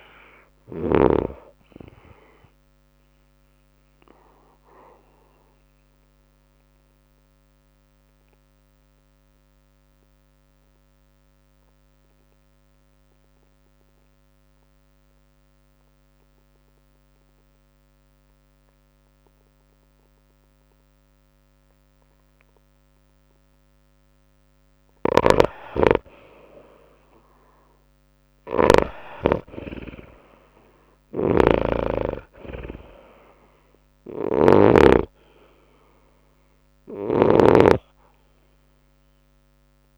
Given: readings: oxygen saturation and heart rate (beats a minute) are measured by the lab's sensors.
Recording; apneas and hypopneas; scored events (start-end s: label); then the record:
breathing in sleep by a microphone on the trachea; 1
0.00-1.50 s: snoring (device-marked)
0.00-10.00 s: drop in pulse transit time (device-marked, heart rate 106 extreme)
0.00-14.00 s: oxygen desaturation (device-marked, oxygen 78% lowest, heart rate 99 extreme)
0.00-18.00 s: tachycardia (device-marked, heart rate 110 extreme)
4.00-24.00 s: obstructive apnea (oxygen 98% before, 78% lowest, heart rate 104 before, 96 extreme, up 6 after)
23.00-39.97 s: oxygen desaturation (device-marked, oxygen 99% before, 83% lowest, heart rate 105 before, 93 extreme)
25.00-39.97 s: tachycardia (device-marked, heart rate 105 before, 109 extreme)
25.50-35.50 s: snoring (device-marked)
29.00-33.00 s: arousal
From the record:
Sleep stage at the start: N2 (light sleep); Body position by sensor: on the back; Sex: female